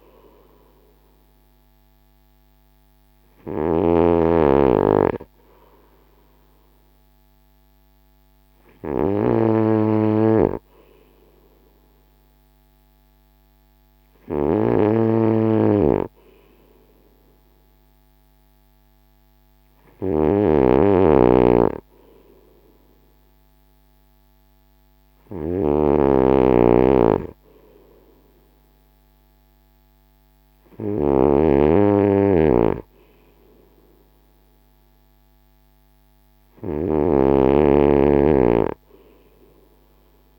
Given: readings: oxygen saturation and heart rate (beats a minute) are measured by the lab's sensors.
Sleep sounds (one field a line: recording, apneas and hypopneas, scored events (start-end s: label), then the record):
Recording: breathing in sleep by a microphone on the trachea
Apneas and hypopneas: none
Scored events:
0.00-40.38 s: snoring (device-marked)
From the record:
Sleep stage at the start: N2 (light sleep)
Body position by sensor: on the front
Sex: male